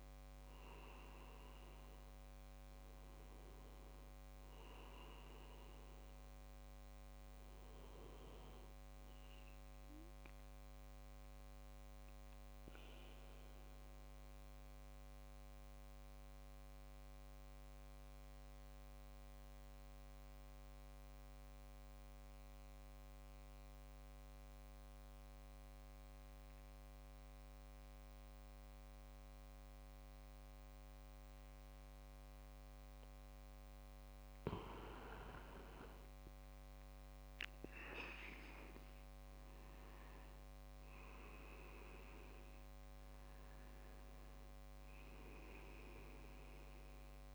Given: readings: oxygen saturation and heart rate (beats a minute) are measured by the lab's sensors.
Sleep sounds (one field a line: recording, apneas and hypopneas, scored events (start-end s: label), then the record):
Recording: breathing in sleep by a microphone on the trachea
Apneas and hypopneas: 1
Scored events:
0.00-14.50 s: oxygen desaturation (device-marked, oxygen 92% lowest)
11.00-34.00 s: mixed apnea (oxygen 98% before, 92% lowest)
34.50-39.00 s: arousal
39.50-47.35 s: oxygen desaturation (device-marked, oxygen 98% before, 92% lowest)
From the record:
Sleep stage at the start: N2 (light sleep)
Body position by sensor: on the back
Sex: male